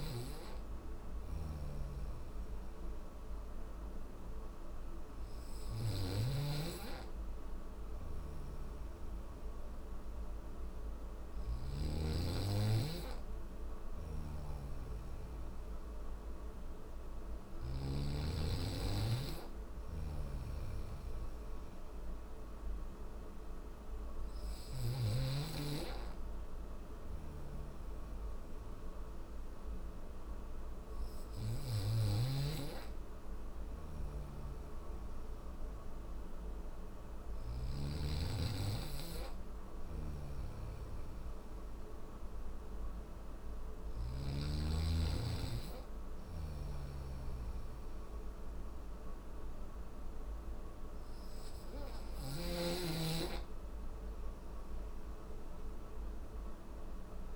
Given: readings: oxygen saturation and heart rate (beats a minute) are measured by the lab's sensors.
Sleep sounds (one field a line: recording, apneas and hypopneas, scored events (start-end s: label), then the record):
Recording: breathing in sleep by a room microphone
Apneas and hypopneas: none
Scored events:
0.00-10.50 s: snoring (device-marked)
12.50-17.00 s: snoring (device-marked)
19.00-24.00 s: snoring (device-marked)
32.50-36.50 s: snoring (device-marked)
38.50-43.00 s: snoring (device-marked)
45.00-57.36 s: snoring (device-marked)
From the record:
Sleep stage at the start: N1 (lightest sleep)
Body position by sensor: on the back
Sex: male